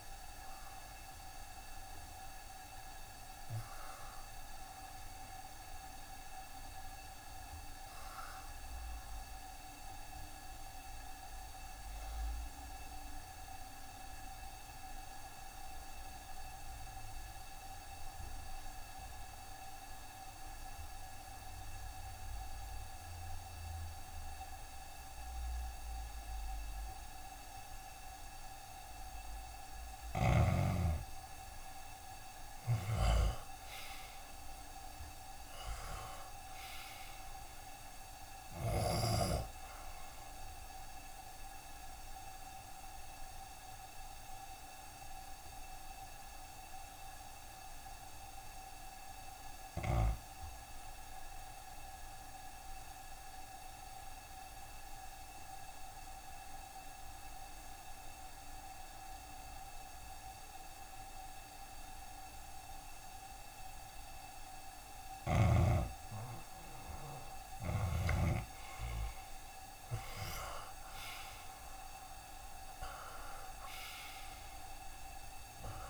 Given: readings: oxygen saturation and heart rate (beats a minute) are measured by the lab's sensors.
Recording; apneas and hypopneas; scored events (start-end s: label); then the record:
breathing in sleep by a room microphone; 2
4.00-18.00 s: oxygen desaturation (device-marked, oxygen 94% before, 71% lowest, heart rate 85 before, 69 extreme)
13.50-29.00 s: obstructive apnea (oxygen 94% before, 79% lowest, heart rate 73 before, 69 extreme, up 16 after)
27.50-29.50 s: long interval between heartbeats (device-marked, heart rate 69 before, 79 extreme)
29.00-58.00 s: oxygen desaturation (device-marked, oxygen 94% before, 80% lowest, heart rate 70 before, 68 extreme)
32.00-37.00 s: arousal
33.00-35.00 s: long interval between heartbeats (device-marked, heart rate 72 before, 80 extreme)
38.50-40.50 s: long interval between heartbeats (device-marked, heart rate 75 before, 81 extreme)
49.00-75.90 s: new sleep stage, N2 (light sleep)
52.00-65.50 s: obstructive apnea (oxygen 94% before, 79% lowest, heart rate 78 before, 68 extreme, up 5 after)
68.50-73.00 s: arousal
70.00-75.90 s: oxygen desaturation (device-marked, oxygen 91% before, 79% lowest, heart rate 70 before, 68 extreme)
From the record:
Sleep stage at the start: N1 (lightest sleep); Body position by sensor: on the back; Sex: male